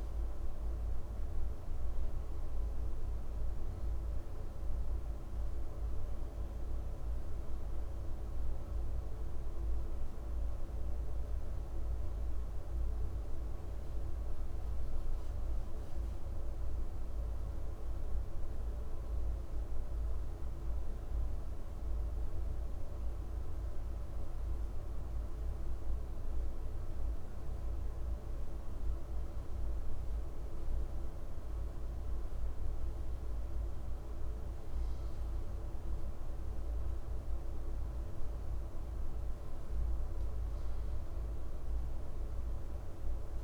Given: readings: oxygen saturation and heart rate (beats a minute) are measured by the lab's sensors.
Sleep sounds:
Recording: breathing in sleep, hard to hear, by a room microphone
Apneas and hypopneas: none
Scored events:
none scored
From the record:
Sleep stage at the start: N1 (lightest sleep)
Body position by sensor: on the right side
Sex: male

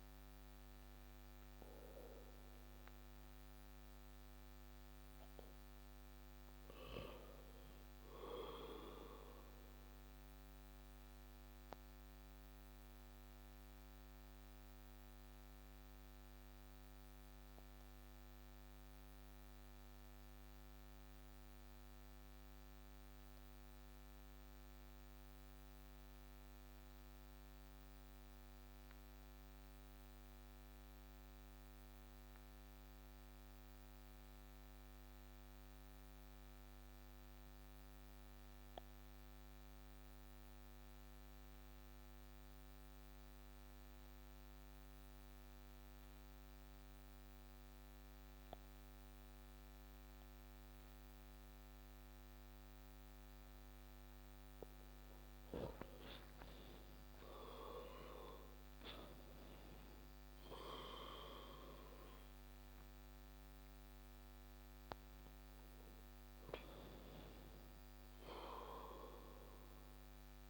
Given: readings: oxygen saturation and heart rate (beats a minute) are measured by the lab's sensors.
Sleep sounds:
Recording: breathing in sleep by a microphone on the trachea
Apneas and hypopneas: 1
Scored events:
0.00-28.00 s: oxygen desaturation (device-marked, oxygen 95% before, 90% lowest)
12.50-53.00 s: obstructive apnea (oxygen 96% before, 90% lowest)
48.00-70.50 s: oxygen desaturation (device-marked, oxygen 97% before, 92% lowest)
55.00-58.00 s: arousal
From the record:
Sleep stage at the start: N2 (light sleep)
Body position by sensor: on the back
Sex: male

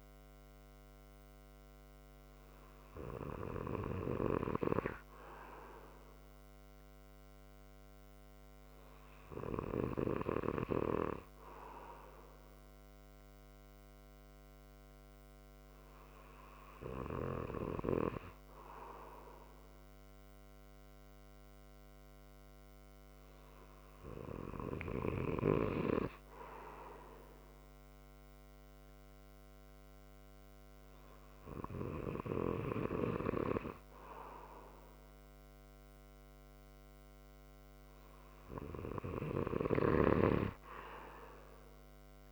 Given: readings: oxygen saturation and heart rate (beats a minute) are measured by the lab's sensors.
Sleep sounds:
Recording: breathing in sleep by a microphone on the trachea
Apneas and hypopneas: none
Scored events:
none scored
From the record:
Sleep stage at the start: N2 (light sleep)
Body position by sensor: on the right side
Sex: male

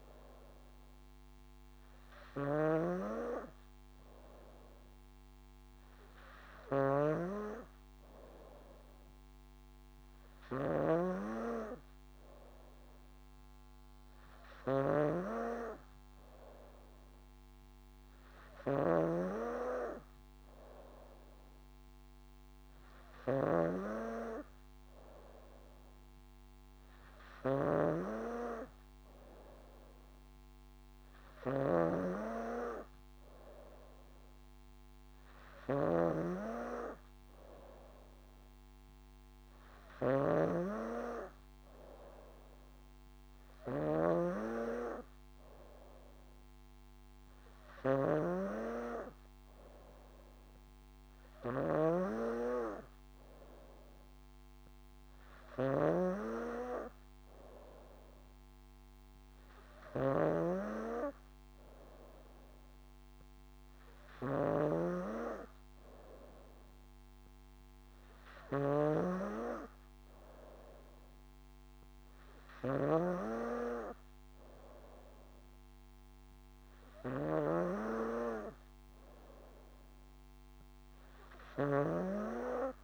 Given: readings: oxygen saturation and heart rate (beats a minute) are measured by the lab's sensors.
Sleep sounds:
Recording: breathing in sleep by a microphone on the trachea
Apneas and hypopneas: none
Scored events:
0.00-11.50 s: snoring (device-marked)
19.00-82.84 s: snoring (device-marked)
From the record:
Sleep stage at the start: N3 (deep sleep)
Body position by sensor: on the back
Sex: female

